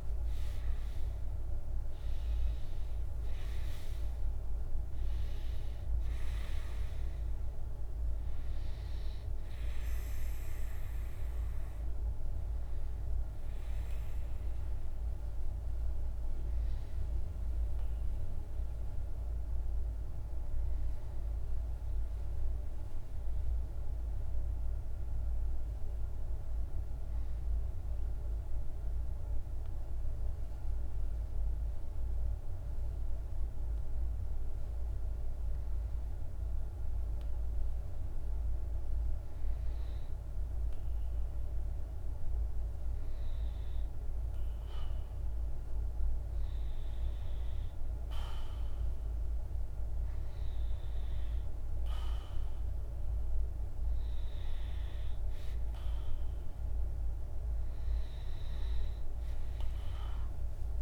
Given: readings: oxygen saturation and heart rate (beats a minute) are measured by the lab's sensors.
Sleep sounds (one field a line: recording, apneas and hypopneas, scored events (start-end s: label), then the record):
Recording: breathing in sleep, hard to hear, by a room microphone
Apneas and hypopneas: 1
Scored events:
0.00-1.50 s: arousal
0.00-28.50 s: oxygen desaturation (device-marked, oxygen 93% lowest, heart rate 50 extreme)
17.00-47.00 s: hypopnea (oxygen 98% before, 93% lowest, heart rate 54 before, 50 extreme, up 0 after)
48.50-60.82 s: oxygen desaturation (device-marked, oxygen 99% before, 95% lowest, heart rate 52 before, 49 extreme)
49.50-53.50 s: arousal
From the record:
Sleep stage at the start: N2 (light sleep)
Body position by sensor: on the back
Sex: male